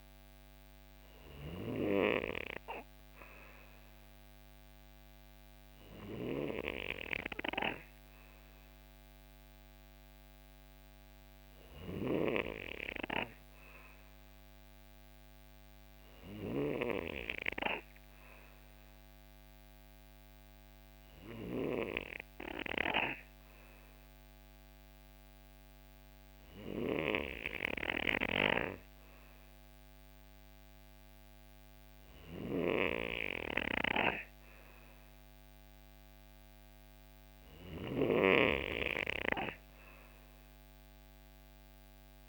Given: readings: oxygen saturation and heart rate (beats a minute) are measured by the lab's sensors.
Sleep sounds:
breathing in sleep by a microphone on the trachea; none
0.00-2.00 s: arousal
From the record:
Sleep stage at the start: N2 (light sleep); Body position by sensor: on the right side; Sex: male

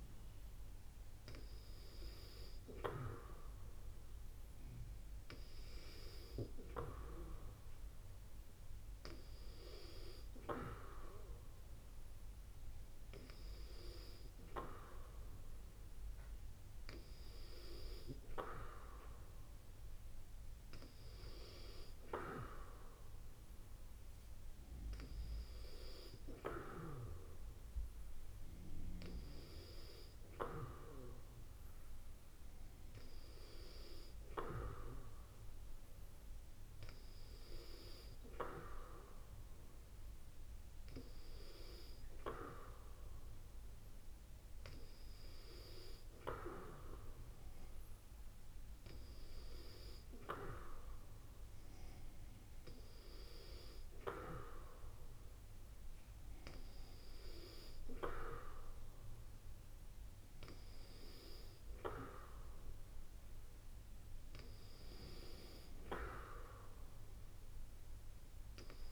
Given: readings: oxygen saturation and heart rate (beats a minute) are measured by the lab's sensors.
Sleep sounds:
breathing in sleep by a room microphone; none
none scored
From the record:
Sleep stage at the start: N2 (light sleep); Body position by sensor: on the back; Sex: female

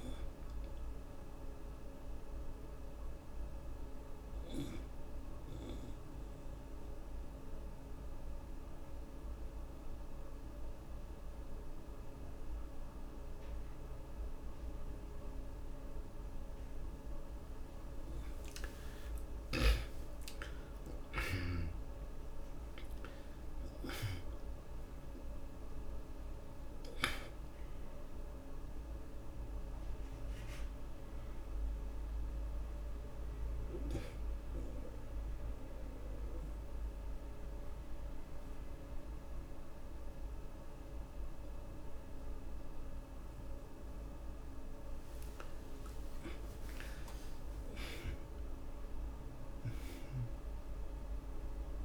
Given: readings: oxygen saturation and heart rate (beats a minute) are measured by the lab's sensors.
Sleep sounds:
breathing in sleep, hard to hear, by a room microphone; 2
0.00-11.00 s: oxygen desaturation (device-marked, oxygen 74% lowest, heart rate 62 extreme)
1.00-16.50 s: obstructive apnea (oxygen 93% before, 73% lowest, heart rate 65 before, 55 extreme, up 42 after)
18.50-24.50 s: arousal
20.00-41.00 s: oxygen desaturation (device-marked, oxygen 93% before, 73% lowest, heart rate 66 before, 55 extreme)
28.50-46.00 s: obstructive apnea (oxygen 93% before, 73% lowest, heart rate 76 before, 55 extreme)
46.50-51.50 s: arousal
48.00-51.85 s: oxygen desaturation (device-marked, oxygen 92% before, 73% lowest, heart rate 81 before, 55 extreme)
From the record:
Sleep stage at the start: N2 (light sleep); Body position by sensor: on the back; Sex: male

